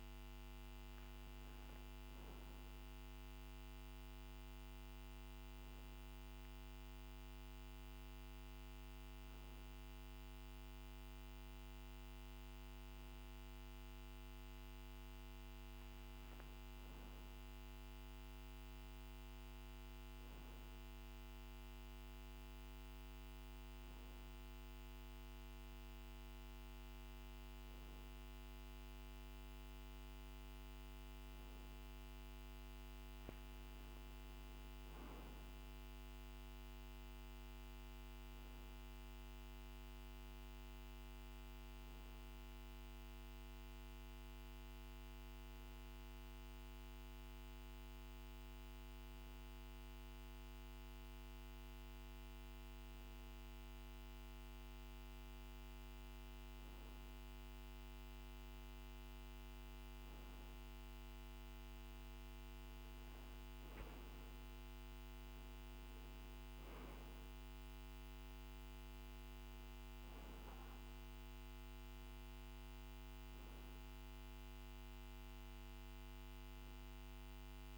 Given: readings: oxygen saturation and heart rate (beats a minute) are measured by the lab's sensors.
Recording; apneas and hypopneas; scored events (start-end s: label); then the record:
breathing in sleep, hard to hear, by a microphone on the trachea; 1
2.50-15.00 s: hypopnea (oxygen 96% before, 92% lowest, heart rate 50 before, 48 extreme, up 3 after)
17.50-21.50 s: arousal
From the record:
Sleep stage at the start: N2 (light sleep); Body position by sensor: on the back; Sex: male